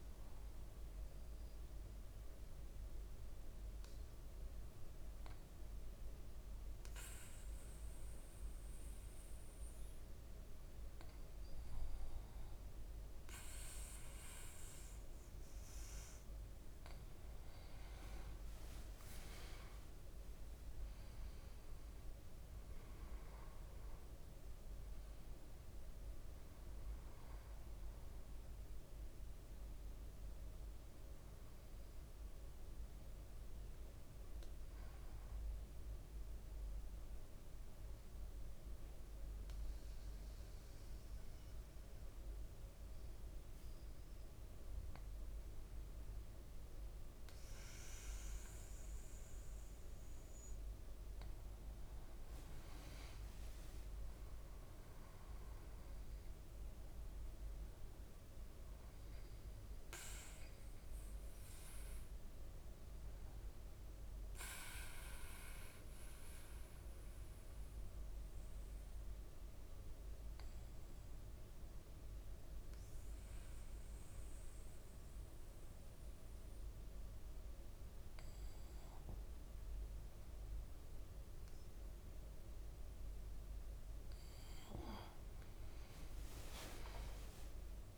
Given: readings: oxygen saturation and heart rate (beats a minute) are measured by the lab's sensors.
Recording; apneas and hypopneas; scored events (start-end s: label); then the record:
breathing in sleep, hard to hear, by a room microphone; 3
0.00-22.00 s: bradycardia (device-marked, heart rate 53 extreme)
2.00-16.00 s: obstructive apnea (oxygen 98% before, 96% lowest, heart rate 54 before, 52 extreme, up 6 after)
17.00-20.00 s: leg movement (device-marked)
19.00-24.50 s: arousal
21.00-36.00 s: drop in pulse transit time (device-marked, heart rate 55 before, 53 extreme)
23.00-87.00 s: bradycardia (device-marked, heart rate 56 before, 52 extreme)
31.00-49.00 s: obstructive apnea (oxygen 98% before, 95% lowest, heart rate 56 before, 52 extreme, up 5 after)
50.50-56.00 s: arousal
51.50-54.00 s: leg movement (device-marked)
65.00-83.50 s: obstructive apnea (oxygen 98% before, 94% lowest, heart rate 57 before, 53 extreme, up 9 after)
78.00-87.98 s: new sleep stage, awake
85.00-87.98 s: leg movement (device-marked)
From the record:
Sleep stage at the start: N2 (light sleep); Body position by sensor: on the back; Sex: male